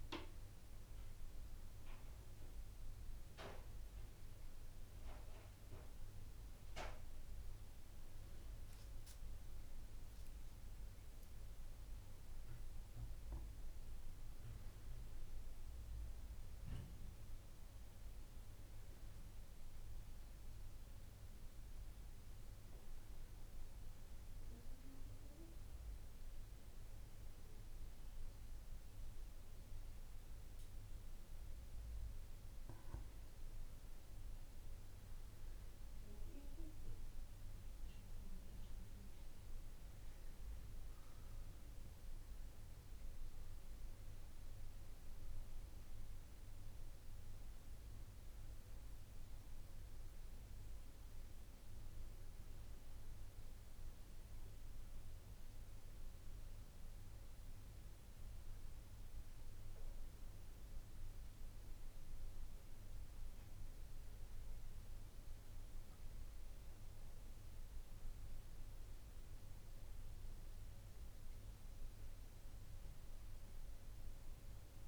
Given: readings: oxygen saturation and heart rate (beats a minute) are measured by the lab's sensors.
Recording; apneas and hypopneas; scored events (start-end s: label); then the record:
breathing in sleep, hard to hear, by a room microphone; none
none scored
From the record:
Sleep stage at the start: N2 (light sleep); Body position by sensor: on the back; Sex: male